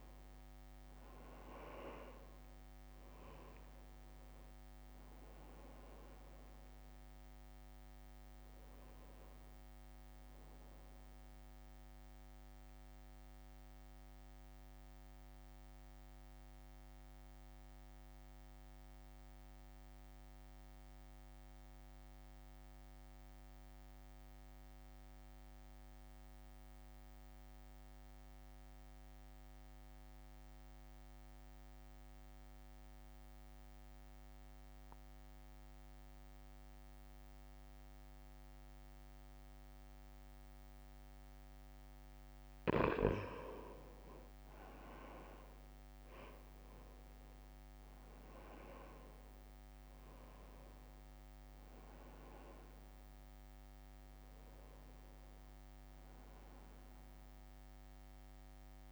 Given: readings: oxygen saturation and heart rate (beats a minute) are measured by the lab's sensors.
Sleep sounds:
breathing in sleep by a microphone on the trachea; 1
0.00-3.50 s: arousal
0.00-28.50 s: oxygen desaturation (device-marked, oxygen 86% lowest, heart rate 54 extreme)
1.50-15.50 s: drop in pulse transit time (device-marked, heart rate 62 before, 54 extreme)
12.50-41.00 s: mixed apnea (oxygen 96% before, 86% lowest, heart rate 59 before, 55 extreme, up 1 after)
45.50-58.92 s: oxygen desaturation (device-marked, oxygen 97% before, 88% lowest, heart rate 65 before, 55 extreme)
46.50-50.50 s: arousal
48.50-58.92 s: drop in pulse transit time (device-marked, heart rate 65 before, 55 extreme)
From the record:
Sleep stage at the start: N2 (light sleep); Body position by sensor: on the right side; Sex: male

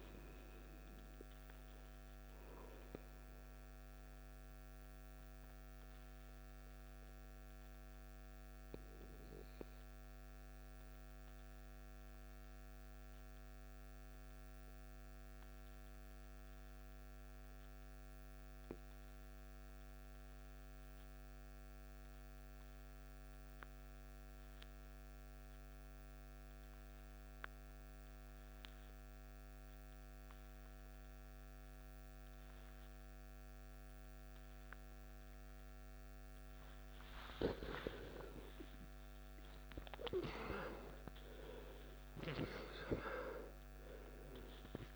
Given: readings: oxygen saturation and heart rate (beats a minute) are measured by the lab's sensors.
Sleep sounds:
breathing in sleep by a microphone on the trachea; 1
0.00-13.00 s: oxygen desaturation (device-marked, oxygen 87% lowest, heart rate 53 extreme)
4.00-36.00 s: mixed apnea (oxygen 97% before, 85% lowest, heart rate 65 before, 53 extreme, up 15 after)
29.00-44.96 s: oxygen desaturation (device-marked, oxygen 97% before, 85% lowest, heart rate 55 before, 53 extreme)
37.50-42.00 s: arousal
From the record:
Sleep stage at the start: N2 (light sleep); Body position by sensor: on the back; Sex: male

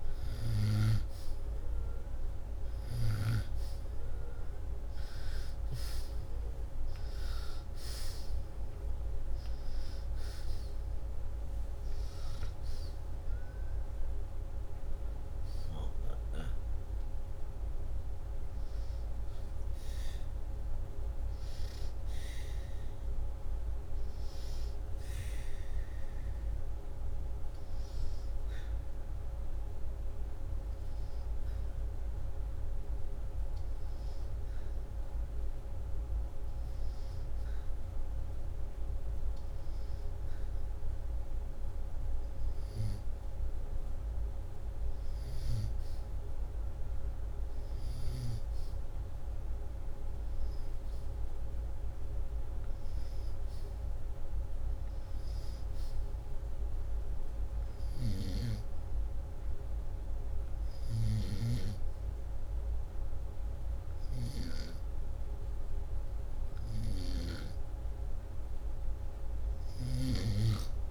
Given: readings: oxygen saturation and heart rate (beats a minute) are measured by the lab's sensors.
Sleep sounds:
breathing in sleep by a room microphone; 1
13.50-18.50 s: arousal
28.50-42.00 s: hypopnea (oxygen 96% before, 92% lowest, heart rate 80 before, 75 extreme, up 0 after)
44.50-49.00 s: arousal
From the record:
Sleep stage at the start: N2 (light sleep); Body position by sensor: upright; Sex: male

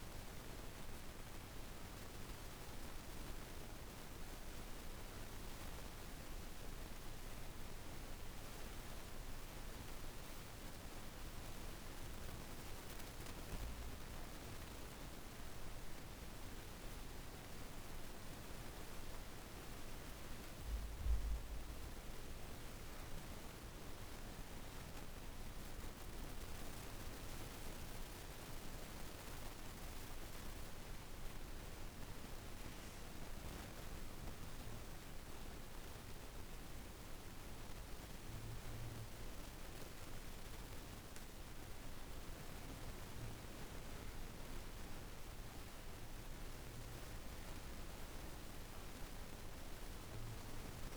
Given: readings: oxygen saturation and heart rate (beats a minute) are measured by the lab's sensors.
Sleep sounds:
breathing in sleep, hard to hear, by a room microphone; 2
0.00-11.00 s: oxygen desaturation (device-marked, oxygen 86% lowest, heart rate 50 extreme)
0.50-15.50 s: obstructive apnea (oxygen 98% before, 86% lowest, heart rate 57 before, 50 extreme, up 6 after)
18.00-22.00 s: arousal
25.50-41.00 s: obstructive apnea (oxygen 98% before, 89% lowest, heart rate 54 before, 50 extreme, up 5 after)
43.50-48.50 s: arousal
48.00-50.97 s: oxygen desaturation (device-marked, oxygen 97% before, 93% lowest, heart rate 52 before, 49 extreme)
From the record:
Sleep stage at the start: N2 (light sleep); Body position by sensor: on the back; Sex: female

